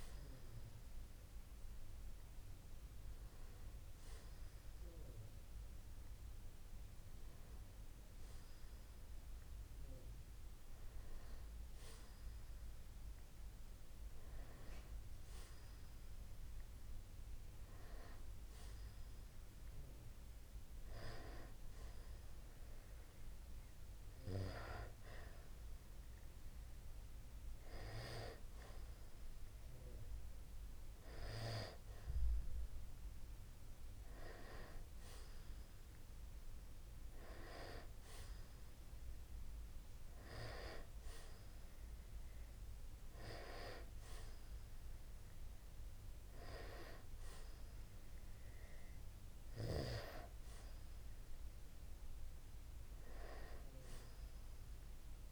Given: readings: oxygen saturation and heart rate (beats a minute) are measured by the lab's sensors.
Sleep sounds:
breathing in sleep by a room microphone; none
none scored
From the record:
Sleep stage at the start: N2 (light sleep); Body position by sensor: on the back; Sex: male

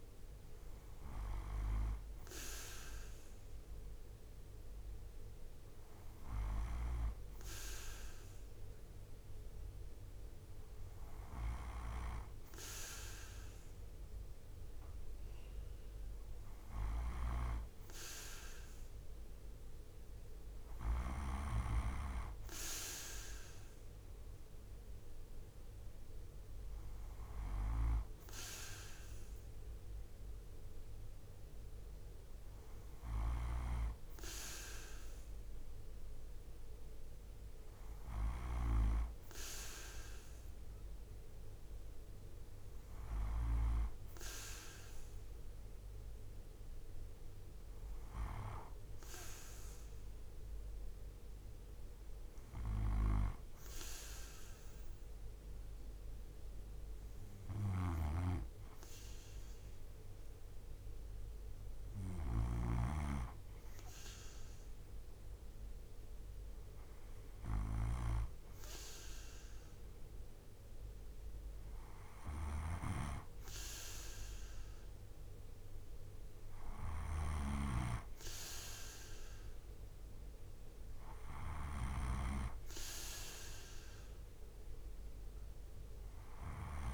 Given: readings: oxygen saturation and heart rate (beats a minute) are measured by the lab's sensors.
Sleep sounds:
breathing in sleep by a room microphone; none
16.50-20.50 s: snoring (device-marked)
32.50-38.00 s: snoring (device-marked)
57.00-86.94 s: snoring (device-marked)
From the record:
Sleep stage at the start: N2 (light sleep); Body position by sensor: on the right side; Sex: male

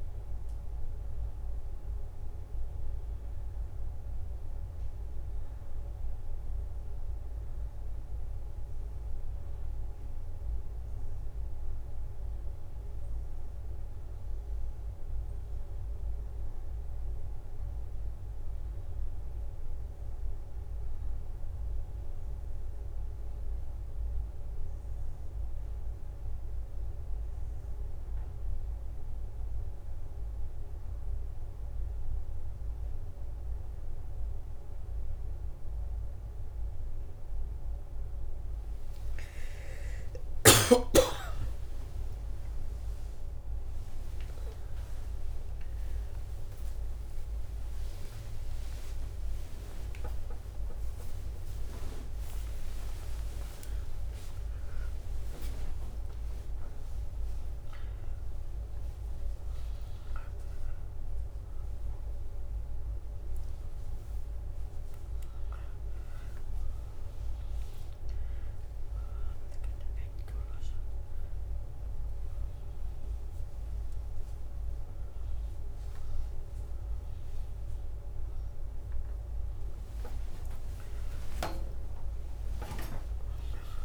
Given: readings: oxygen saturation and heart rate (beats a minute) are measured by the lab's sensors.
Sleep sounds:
a person awake in a sleep study, by a room microphone; none
0.00-4.00 s: leg movement (device-marked)
6.00-10.00 s: leg movement (device-marked)
11.50-14.50 s: leg movement (device-marked)
16.00-18.50 s: leg movement (device-marked)
19.50-21.50 s: leg movement (device-marked)
22.50-24.50 s: leg movement (device-marked)
25.00-27.50 s: leg movement (device-marked)
27.50-34.50 s: leg movement (device-marked)
34.00-83.85 s: new sleep stage, awake
42.00-60.00 s: drop in pulse transit time (device-marked, heart rate 66 before, 58 extreme)
44.00-53.00 s: tachycardia (device-marked, heart rate 67 before, 159 extreme)
56.00-65.00 s: bradycardia (device-marked)
68.50-78.50 s: leg movement (device-marked)
72.00-77.00 s: tachycardia (device-marked, heart rate 69 before, 103 extreme)
78.00-83.85 s: tachycardia (device-marked, heart rate 69 before, 123 extreme)
82.00-83.85 s: drop in pulse transit time (device-marked, heart rate 81 before, 83 extreme)
From the record:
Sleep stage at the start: N2 (light sleep); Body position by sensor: on the back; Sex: female

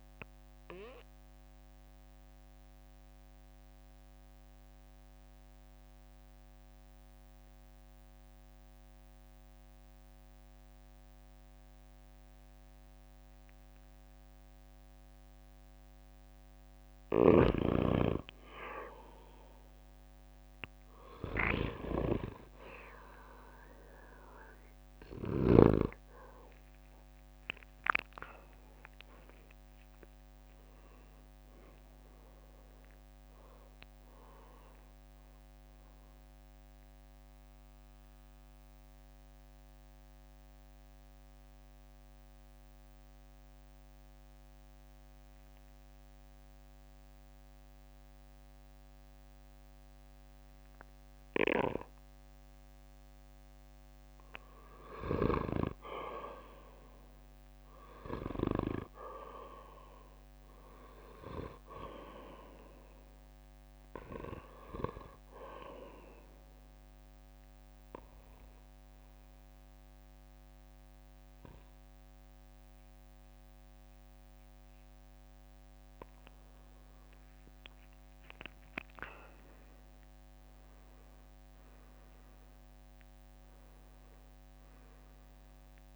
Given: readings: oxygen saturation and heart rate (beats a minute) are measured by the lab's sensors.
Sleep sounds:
breathing in sleep by a microphone on the trachea; 3
0.00-10.00 s: oxygen desaturation (device-marked, oxygen 90% lowest, heart rate 55 extreme)
0.50-16.50 s: obstructive apnea (oxygen 98% before, 89% lowest, heart rate 65 before, 55 extreme, up 15 after)
19.00-41.00 s: oxygen desaturation (device-marked, oxygen 97% before, 89% lowest, heart rate 59 before, 57 extreme)
24.00-38.00 s: drop in pulse transit time (device-marked, heart rate 60 before, 63 extreme)
27.50-31.50 s: arousal
35.00-54.50 s: mixed apnea (oxygen 97% before, 89% lowest, heart rate 69 before, 55 extreme, up 12 after)
55.00-78.00 s: oxygen desaturation (device-marked, oxygen 97% before, 89% lowest, heart rate 61 before, 55 extreme)
57.50-61.50 s: arousal
67.50-77.50 s: central apnea (oxygen 97% before, 89% lowest, heart rate 65 before, 55 extreme, up 14 after)
80.00-85.00 s: arousal
From the record:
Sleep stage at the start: N2 (light sleep); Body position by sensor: on the back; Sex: male

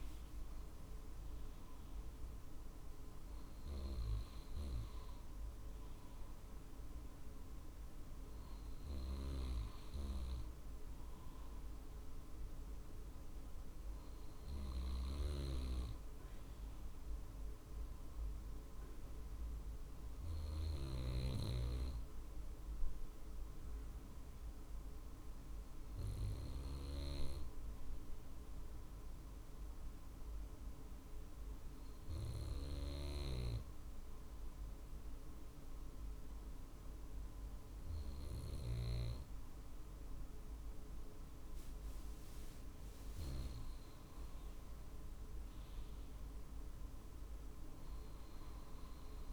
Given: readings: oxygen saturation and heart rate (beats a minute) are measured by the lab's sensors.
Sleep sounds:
breathing in sleep by a room microphone; 1
0.00-2.50 s: arousal
21.50-40.50 s: hypopnea (oxygen 96% before, 93% lowest, heart rate 51 before, 49 extreme, up 3 after)
32.00-49.00 s: oxygen desaturation (device-marked, oxygen 96% before, 93% lowest, heart rate 50 before, 48 extreme)
From the record:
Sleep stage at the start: N2 (light sleep); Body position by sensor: on the right side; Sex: male

